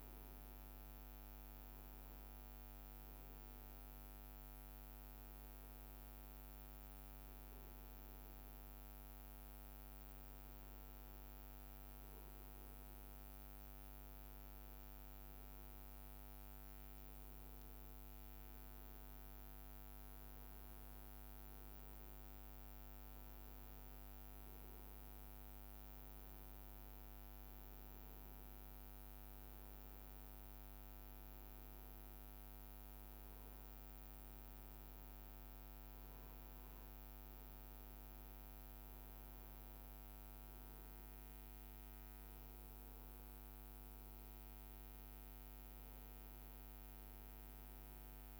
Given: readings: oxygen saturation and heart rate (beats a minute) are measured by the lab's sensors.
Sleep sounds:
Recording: breathing in sleep, hard to hear, by a microphone on the trachea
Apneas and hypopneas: none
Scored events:
17.50-19.50 s: long interval between heartbeats (device-marked, heart rate 77 before, 76 extreme)
From the record:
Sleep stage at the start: N1 (lightest sleep)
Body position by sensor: on the right side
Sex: male

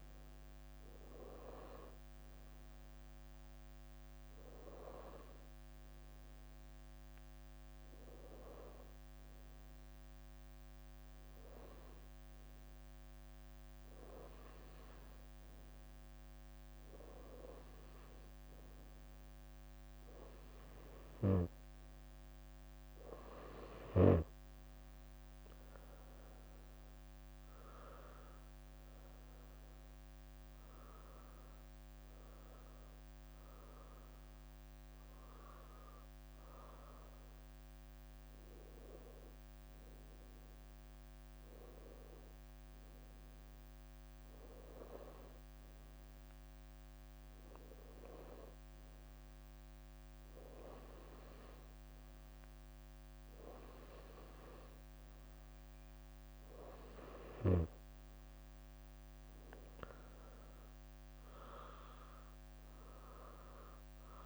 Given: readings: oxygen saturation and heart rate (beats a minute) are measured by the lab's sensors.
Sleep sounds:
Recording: breathing in sleep by a microphone on the trachea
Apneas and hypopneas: none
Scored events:
0.00-1.00 s: leg movement (device-marked)
1.00-3.50 s: leg movement (device-marked)
4.50-8.00 s: leg movement (device-marked)
8.00-10.50 s: leg movement (device-marked)
11.50-13.50 s: leg movement (device-marked)
14.50-17.00 s: leg movement (device-marked)
17.00-20.00 s: leg movement (device-marked)
20.50-25.50 s: leg movement (device-marked)
26.00-29.00 s: leg movement (device-marked)
29.00-30.50 s: leg movement (device-marked)
From the record:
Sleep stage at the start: N2 (light sleep)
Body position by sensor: on the right side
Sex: female

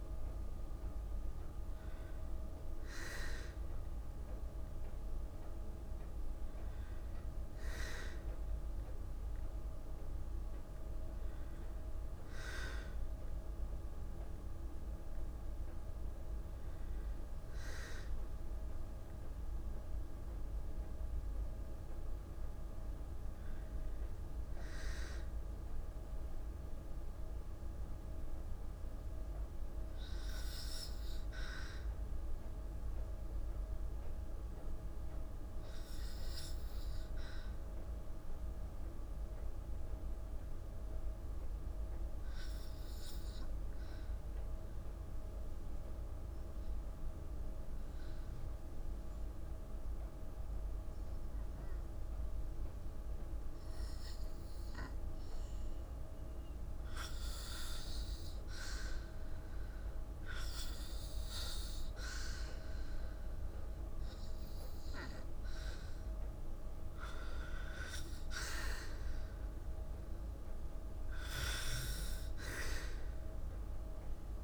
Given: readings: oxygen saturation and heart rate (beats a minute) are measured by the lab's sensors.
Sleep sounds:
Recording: breathing in sleep by a room microphone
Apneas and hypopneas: 1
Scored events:
0.00-1.00 s: arousal
36.00-53.00 s: obstructive apnea (oxygen 97% before, 92% lowest, heart rate 55 before, 54 extreme, up 3 after)
54.50-58.00 s: arousal
69.50-74.44 s: oxygen desaturation (device-marked, oxygen 96% before, 92% lowest, heart rate 56 before, 53 extreme)
From the record:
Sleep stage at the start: N2 (light sleep)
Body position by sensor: on the back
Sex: female

